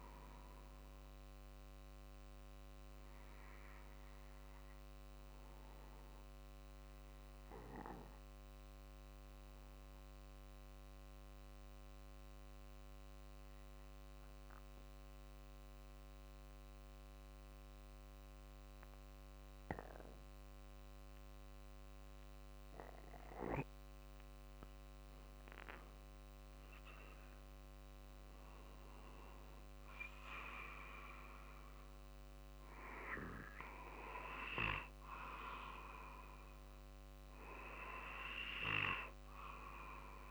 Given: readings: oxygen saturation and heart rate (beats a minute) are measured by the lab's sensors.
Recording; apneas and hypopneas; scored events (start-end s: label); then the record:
breathing in sleep by a microphone on the trachea; 1
0.00-2.50 s: drop in pulse transit time (device-marked, heart rate 47 extreme)
3.00-23.00 s: obstructive apnea (oxygen 97% before, 92% lowest, heart rate 49 before, 47 extreme, up 13 after)
22.50-24.50 s: long interval between heartbeats (device-marked, heart rate 48 before, 59 extreme)
25.00-28.50 s: arousal
26.50-38.50 s: drop in pulse transit time (device-marked, heart rate 50 before, 48 extreme)
From the record:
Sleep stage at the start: N2 (light sleep); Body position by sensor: on the back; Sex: male